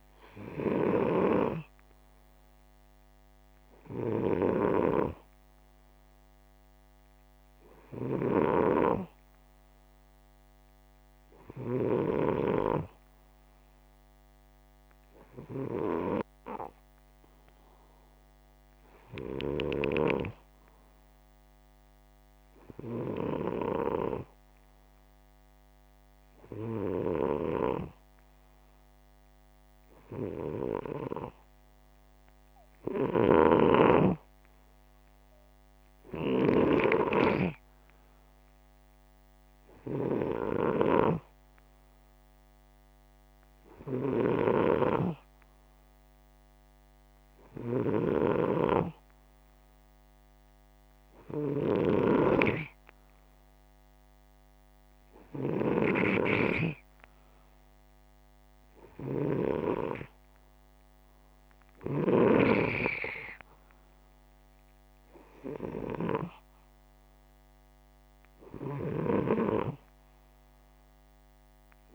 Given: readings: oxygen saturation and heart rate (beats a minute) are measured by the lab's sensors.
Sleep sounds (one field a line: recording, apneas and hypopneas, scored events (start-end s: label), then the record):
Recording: breathing in sleep by a microphone on the trachea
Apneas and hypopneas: none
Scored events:
0.00-11.50 s: snoring (device-marked)
32.50-55.50 s: snoring (device-marked)
68.00-71.95 s: snoring (device-marked)
From the record:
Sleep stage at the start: N2 (light sleep)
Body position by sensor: upright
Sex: male